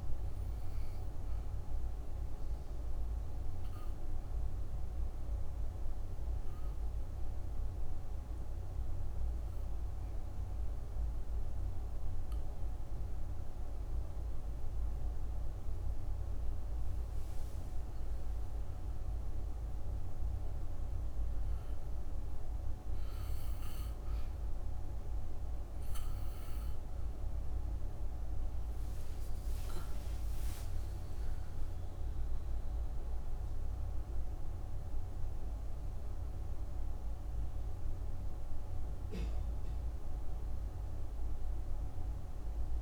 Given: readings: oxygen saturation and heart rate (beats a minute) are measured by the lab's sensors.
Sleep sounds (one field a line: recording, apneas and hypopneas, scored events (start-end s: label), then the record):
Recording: breathing in sleep, hard to hear, by a room microphone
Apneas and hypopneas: 1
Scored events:
0.00-13.50 s: oxygen desaturation (device-marked, oxygen 91% lowest, heart rate 58 extreme)
1.00-16.00 s: obstructive apnea (oxygen 95% before, 90% lowest, heart rate 68 before, 58 extreme, up 13 after)
18.00-21.50 s: arousal
22.50-40.50 s: oxygen desaturation (device-marked, oxygen 96% before, 90% lowest, heart rate 65 before, 62 extreme)
41.50-42.82 s: arousal
From the record:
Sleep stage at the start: N2 (light sleep)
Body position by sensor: on the back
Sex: female